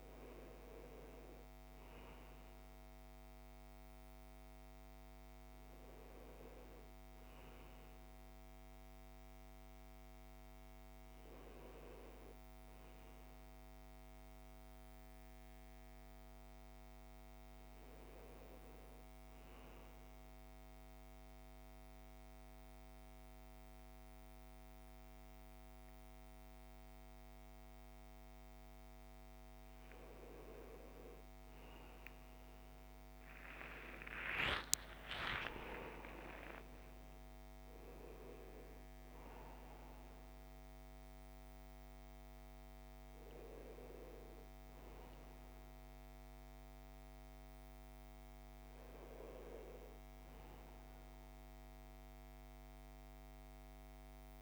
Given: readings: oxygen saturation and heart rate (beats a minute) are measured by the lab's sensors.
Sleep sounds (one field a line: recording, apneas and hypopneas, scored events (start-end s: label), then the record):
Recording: breathing in sleep by a microphone on the trachea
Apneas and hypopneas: 1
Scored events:
0.00-1.00 s: oxygen desaturation (device-marked, oxygen 89% lowest, heart rate 60 extreme)
12.00-16.00 s: arousal
19.50-31.00 s: central apnea (oxygen 98% before, 90% lowest, heart rate 66 before, 58 extreme, up 22 after)
34.00-39.00 s: arousal
36.00-54.42 s: oxygen desaturation (device-marked, oxygen 97% before, 91% lowest, heart rate 64 before, 59 extreme)
From the record:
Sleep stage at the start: N1 (lightest sleep)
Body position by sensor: on the right side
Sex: male